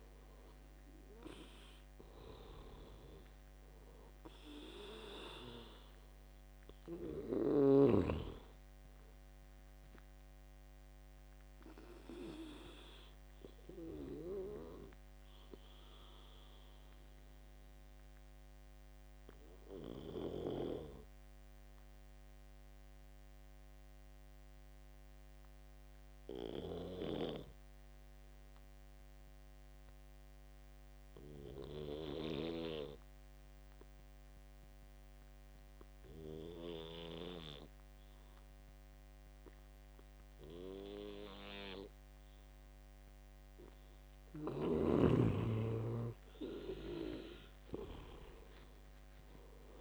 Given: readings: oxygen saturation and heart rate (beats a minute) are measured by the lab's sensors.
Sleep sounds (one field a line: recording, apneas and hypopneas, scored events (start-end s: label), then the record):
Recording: breathing in sleep by a microphone on the trachea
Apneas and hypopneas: 1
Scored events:
0.00-24.50 s: oxygen desaturation (device-marked, oxygen 85% lowest, heart rate 63 extreme)
13.00-43.50 s: obstructive apnea (oxygen 97% before, 85% lowest, heart rate 76 before, 63 extreme, up 13 after)
41.50-49.81 s: oxygen desaturation (device-marked, oxygen 98% before, 85% lowest, heart rate 67 before, 66 extreme)
46.00-49.81 s: arousal
From the record:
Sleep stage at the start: N2 (light sleep)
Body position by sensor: on the back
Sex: male